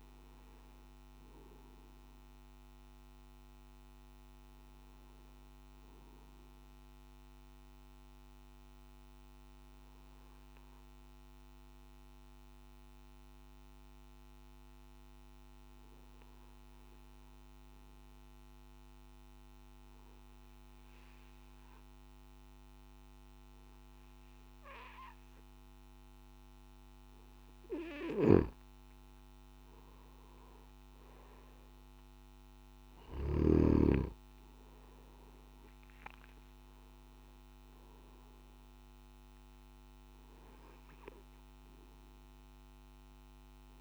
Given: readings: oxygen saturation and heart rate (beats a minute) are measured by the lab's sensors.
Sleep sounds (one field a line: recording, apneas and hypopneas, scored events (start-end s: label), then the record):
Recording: breathing in sleep by a microphone on the trachea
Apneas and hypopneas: 1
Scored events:
7.00-26.00 s: obstructive apnea (oxygen 97% before, 92% lowest, heart rate 55 before, 53 extreme, up 3 after)
30.00-43.81 s: oxygen desaturation (device-marked, oxygen 98% before, 92% lowest, heart rate 56 before, 53 extreme)
From the record:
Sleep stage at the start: N1 (lightest sleep)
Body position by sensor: on the back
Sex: male